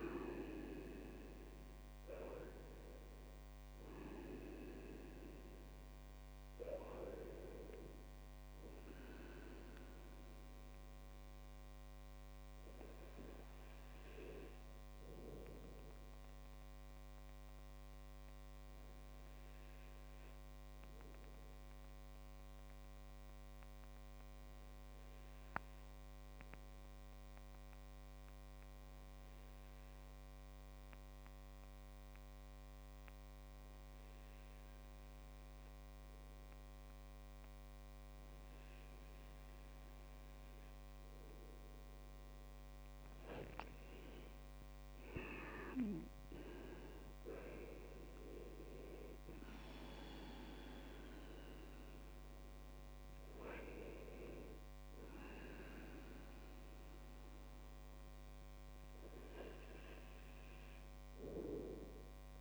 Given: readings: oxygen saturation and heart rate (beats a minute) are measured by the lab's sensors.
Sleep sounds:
breathing in sleep by a microphone on the trachea; 1
10.50-40.00 s: obstructive apnea (oxygen 98% before, 97% lowest, heart rate 68 before, 55 extreme, up 2 after)
41.00-44.00 s: arousal
From the record:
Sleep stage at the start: N2 (light sleep); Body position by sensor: on the right side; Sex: male

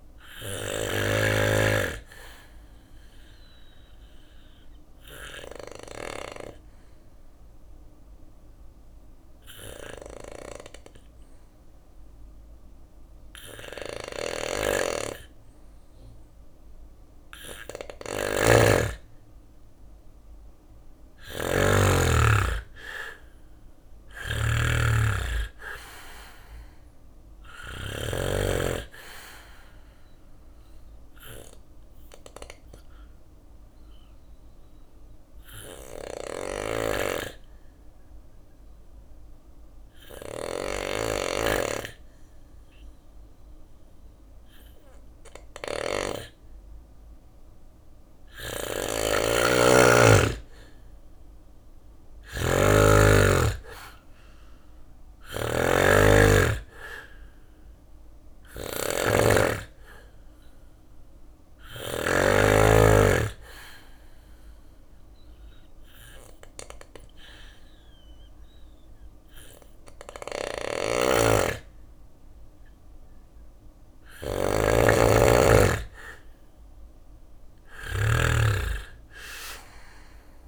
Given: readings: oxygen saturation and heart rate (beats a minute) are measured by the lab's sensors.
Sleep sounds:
breathing in sleep by a room microphone; 3
0.00-3.00 s: bradycardia (device-marked, heart rate 59 extreme)
0.00-12.00 s: oxygen desaturation (device-marked, oxygen 92% lowest, heart rate 59 extreme)
0.50-16.00 s: obstructive apnea (oxygen 99% before, 92% lowest, heart rate 62 before, 59 extreme, up 2 after)
13.00-27.00 s: snoring (device-marked)
18.50-23.00 s: arousal
25.00-42.00 s: oxygen desaturation (device-marked, oxygen 98% before, 93% lowest, heart rate 61 before, 59 extreme)
28.00-32.00 s: bradycardia (device-marked, heart rate 61 before, 59 extreme)
29.00-46.00 s: obstructive apnea (oxygen 99% before, 92% lowest, heart rate 61 before, 58 extreme, up 2 after)
35.00-39.50 s: snoring (device-marked)
39.00-42.00 s: bradycardia (device-marked, heart rate 61 before, 60 extreme)
47.50-61.00 s: snoring (device-marked)
49.50-53.00 s: arousal
53.00-71.00 s: oxygen desaturation (device-marked, oxygen 98% before, 92% lowest, heart rate 60 before, 58 extreme)
62.00-68.00 s: bradycardia (device-marked, heart rate 61 before, 58 extreme)
62.00-72.50 s: obstructive apnea (oxygen 98% before, 92% lowest, heart rate 61 before, 58 extreme, up 7 after)
69.50-80.48 s: snoring (device-marked)
75.00-78.50 s: arousal
From the record:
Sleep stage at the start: N2 (light sleep); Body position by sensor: on the back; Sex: male

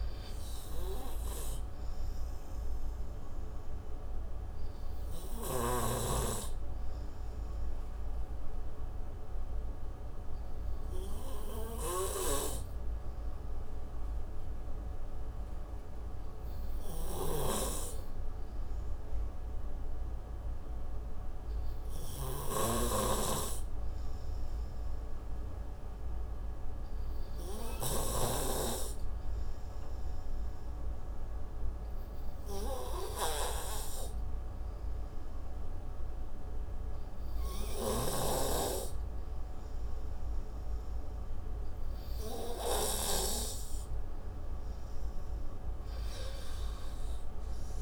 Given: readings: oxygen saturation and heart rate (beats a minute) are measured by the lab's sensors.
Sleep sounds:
breathing in sleep by a room microphone; 1
7.50-42.00 s: hypopnea (oxygen 98% before, 91% lowest)
17.00-28.50 s: snoring (device-marked)
43.00-45.00 s: arousal
From the record:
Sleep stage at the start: N2 (light sleep); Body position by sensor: on the right side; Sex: male

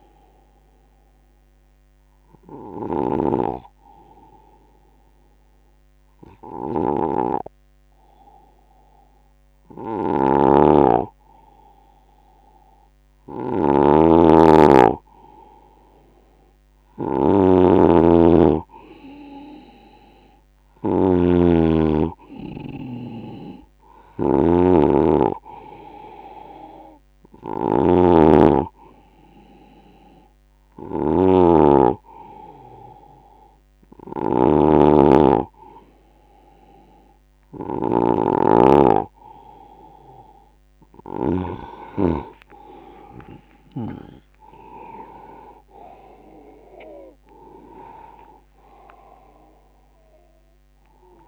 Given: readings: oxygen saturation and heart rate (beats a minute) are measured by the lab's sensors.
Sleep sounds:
breathing in sleep by a microphone on the trachea; 1
0.00-2.50 s: oxygen desaturation (device-marked, oxygen 93% lowest, heart rate 66 extreme)
0.00-41.50 s: snoring (device-marked)
1.00-13.50 s: obstructive apnea (oxygen 97% before, 94% lowest, heart rate 79 before, 66 extreme, up 8 after)
17.00-21.00 s: arousal
19.50-38.50 s: oxygen desaturation (device-marked, oxygen 98% before, 94% lowest, heart rate 77 before, 71 extreme)
44.50-49.00 s: arousal
From the record:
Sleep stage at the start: N2 (light sleep); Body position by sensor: on the right side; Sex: male

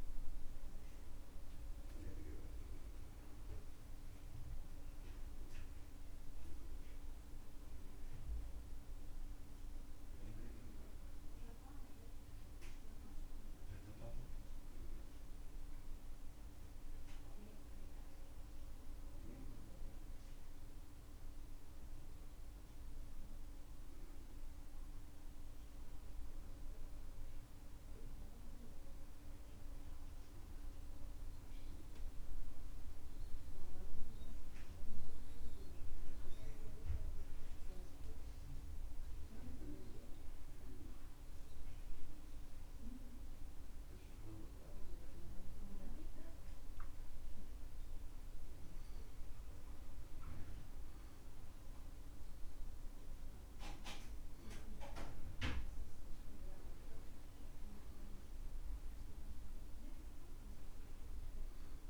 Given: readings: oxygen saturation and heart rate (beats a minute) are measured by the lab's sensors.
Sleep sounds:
breathing in sleep by a room microphone; 1
4.00-19.00 s: oxygen desaturation (device-marked, oxygen 92% before, 85% lowest, heart rate 73 before, 61 extreme)
19.00-23.50 s: arousal
32.00-49.00 s: hypopnea (oxygen 99% before, 93% lowest, heart rate 63 before, 61 extreme, up 5 after)
50.00-61.90 s: oxygen desaturation (device-marked, oxygen 98% before, 94% lowest, heart rate 63 before, 64 extreme)
51.50-55.50 s: arousal
From the record:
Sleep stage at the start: N2 (light sleep); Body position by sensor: on the back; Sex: male

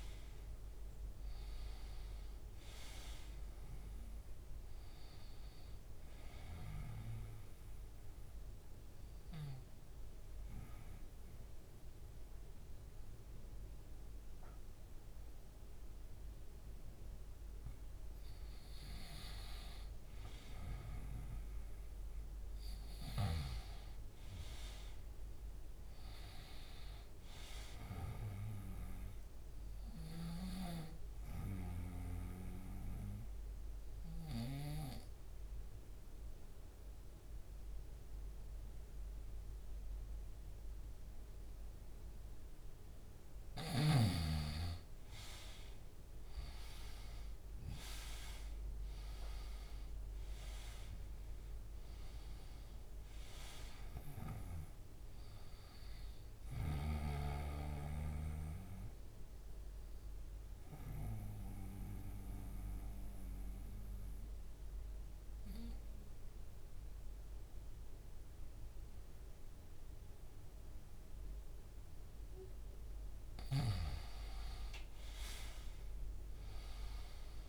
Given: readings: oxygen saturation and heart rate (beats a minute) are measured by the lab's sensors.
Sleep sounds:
breathing in sleep by a room microphone; 3
5.00-23.00 s: oxygen desaturation (device-marked, oxygen 96% before, 91% lowest, heart rate 72 before, 69 extreme)
5.50-17.50 s: obstructive apnea (oxygen 96% before, 90% lowest, heart rate 72 before, 69 extreme, up 4 after)
21.50-25.50 s: arousal
29.00-43.00 s: obstructive apnea (oxygen 97% before, 90% lowest, heart rate 72 before, 69 extreme, up 2 after)
34.00-44.00 s: oxygen desaturation (device-marked, oxygen 97% before, 92% lowest, heart rate 72 before, 69 extreme)
45.50-49.50 s: arousal
51.00-76.00 s: oxygen desaturation (device-marked, oxygen 96% before, 90% lowest, heart rate 71 before, 68 extreme)
56.50-72.50 s: obstructive apnea (oxygen 97% before, 90% lowest, heart rate 71 before, 68 extreme, up 5 after)
75.50-77.49 s: arousal
From the record:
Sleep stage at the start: N2 (light sleep); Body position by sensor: on the right side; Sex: male

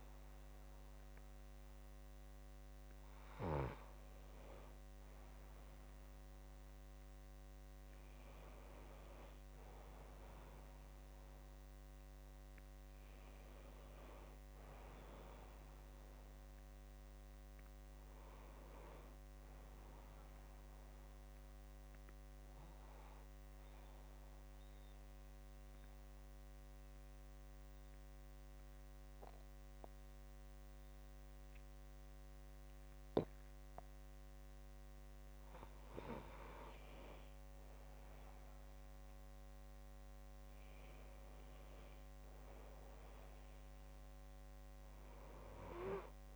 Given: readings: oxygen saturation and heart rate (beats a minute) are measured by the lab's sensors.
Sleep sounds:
breathing in sleep by a microphone on the trachea; 1
24.50-35.50 s: central apnea (oxygen 96% before, 93% lowest, heart rate 62 before, 62 extreme)
38.50-42.00 s: arousal
45.00-46.36 s: oxygen desaturation (device-marked, oxygen 96% before, 93% lowest, heart rate 63 before, 61 extreme)
From the record:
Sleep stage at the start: N2 (light sleep); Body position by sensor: on the back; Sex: male

